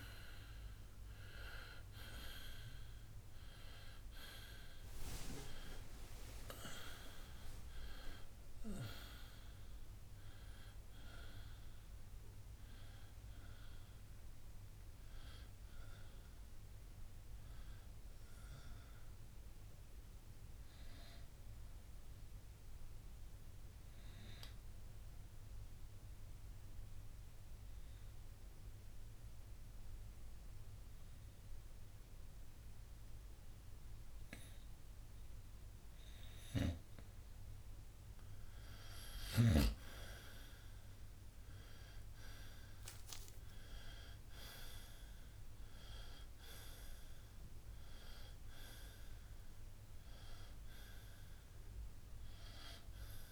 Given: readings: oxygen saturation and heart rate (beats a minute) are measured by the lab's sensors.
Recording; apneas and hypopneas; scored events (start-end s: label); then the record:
breathing in sleep by a room microphone; 1
6.00-9.50 s: arousal
12.50-19.50 s: oxygen desaturation (device-marked, oxygen 94% before, 91% lowest, heart rate 72 before, 62 extreme)
24.50-36.50 s: obstructive apnea (oxygen 94% before, 90% lowest, heart rate 72 before, 63 extreme, up 8 after)
39.50-44.00 s: arousal
From the record:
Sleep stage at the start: N2 (light sleep); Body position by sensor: on the front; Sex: male